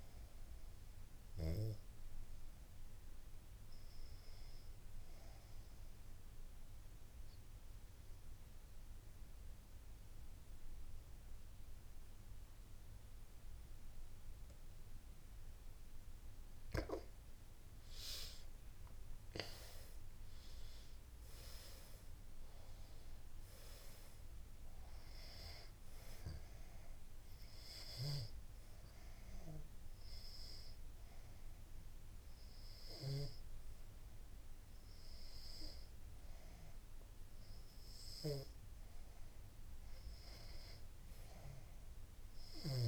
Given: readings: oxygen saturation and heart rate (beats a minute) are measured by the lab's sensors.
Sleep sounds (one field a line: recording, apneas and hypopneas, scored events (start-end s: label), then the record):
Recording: breathing in sleep by a room microphone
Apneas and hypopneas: 2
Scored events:
4.50-15.00 s: obstructive apnea (oxygen 93% before, 85% lowest, heart rate 80 before, 69 extreme, up 14 after)
17.00-21.00 s: arousal
26.00-38.00 s: hypopnea (oxygen 93% before, 85% lowest, heart rate 75 before, 78 extreme, up 1 after)
28.50-38.50 s: oxygen desaturation (device-marked, oxygen 91% before, 85% lowest, heart rate 77 before, 78 extreme)
36.50-42.88 s: new sleep stage, REM sleep
41.00-42.88 s: arousal
From the record:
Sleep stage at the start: N2 (light sleep)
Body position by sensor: on the back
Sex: female